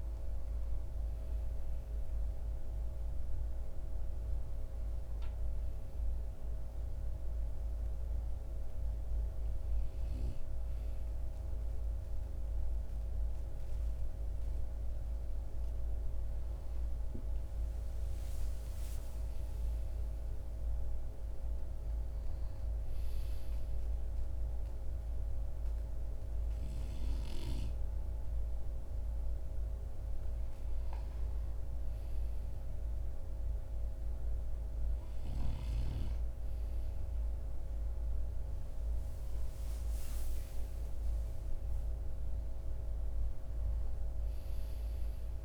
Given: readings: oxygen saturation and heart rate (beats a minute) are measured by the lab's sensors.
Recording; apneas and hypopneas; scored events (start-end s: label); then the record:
breathing in sleep, hard to hear, by a room microphone; none
1.50-15.50 s: oxygen desaturation (device-marked, oxygen 94% before, 84% lowest)
31.50-45.44 s: oxygen desaturation (device-marked, oxygen 97% before, 91% lowest)
From the record:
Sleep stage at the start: N2 (light sleep); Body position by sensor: on the right side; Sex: male